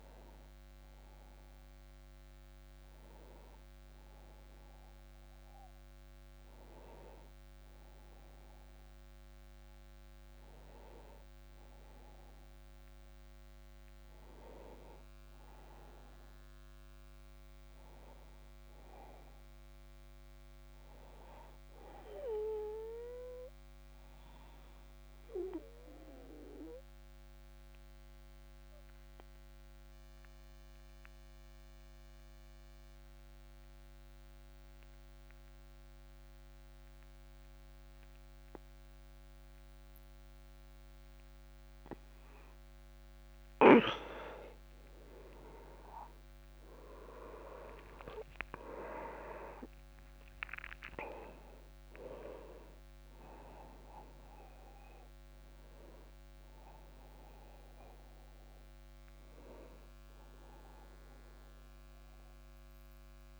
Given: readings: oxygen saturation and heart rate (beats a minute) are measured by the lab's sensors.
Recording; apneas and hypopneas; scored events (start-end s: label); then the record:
breathing in sleep by a microphone on the trachea; 1
0.00-11.00 s: oxygen desaturation (device-marked, oxygen 94% lowest, heart rate 28 extreme)
19.50-22.00 s: arousal
25.00-42.00 s: obstructive apnea (oxygen 99% before, 92% lowest, heart rate 42 before, 31 extreme, up 42 after)
40.00-63.40 s: oxygen desaturation (device-marked, oxygen 98% before, 92% lowest, heart rate 41 before, 29 extreme)
43.00-63.40 s: new sleep stage, N1 (lightest sleep)
43.50-47.00 s: arousal
From the record:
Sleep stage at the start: N2 (light sleep); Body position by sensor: on the back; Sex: male